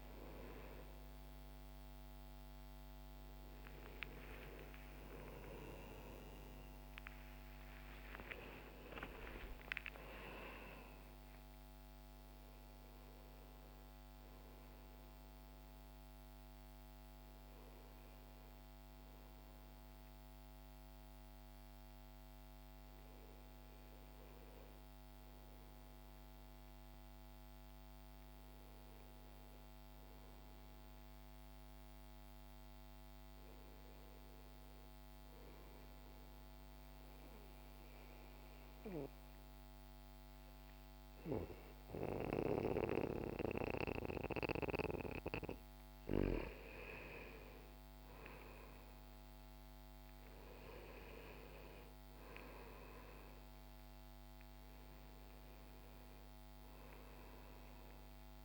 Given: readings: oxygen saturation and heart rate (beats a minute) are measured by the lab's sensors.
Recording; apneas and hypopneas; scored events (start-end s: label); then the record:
a person partly awake in a sleep study, by a microphone on the trachea; 1
4.50-58.45 s: new sleep stage, N1 (lightest sleep)
13.50-27.50 s: oxygen desaturation (device-marked, oxygen 99% before, 95% lowest, heart rate 64 before, 65 extreme)
34.50-45.50 s: mixed apnea (oxygen 99% before, 89% lowest, heart rate 68 before, 56 extreme, up 2 after)
41.50-58.45 s: oxygen desaturation (device-marked, oxygen 96% before, 89% lowest, heart rate 68 before, 36 extreme)
47.50-52.00 s: arousal
From the record:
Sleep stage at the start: awake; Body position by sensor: on the back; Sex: male